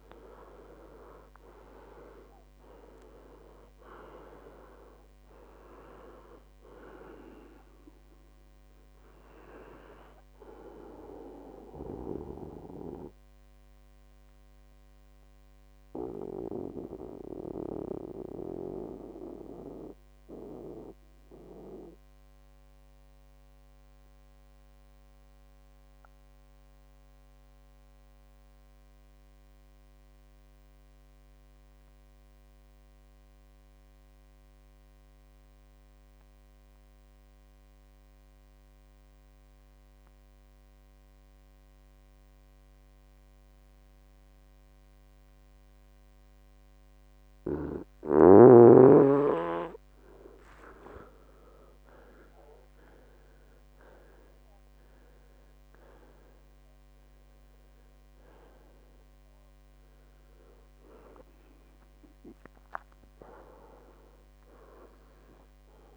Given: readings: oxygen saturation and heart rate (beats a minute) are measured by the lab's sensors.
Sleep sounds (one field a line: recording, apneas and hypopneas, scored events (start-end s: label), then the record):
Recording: breathing in sleep by a microphone on the trachea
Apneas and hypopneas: 1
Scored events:
0.00-3.50 s: arousal
0.00-7.00 s: oxygen desaturation (device-marked, oxygen 93% lowest, heart rate 57 extreme)
12.50-48.00 s: mixed apnea (oxygen 98% before, 90% lowest, heart rate 72 before, 57 extreme, up 19 after)
45.00-65.96 s: oxygen desaturation (device-marked, oxygen 98% before, 90% lowest, heart rate 60 before, 58 extreme)
50.50-55.00 s: arousal
From the record:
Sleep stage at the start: N2 (light sleep)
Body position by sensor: on the back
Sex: male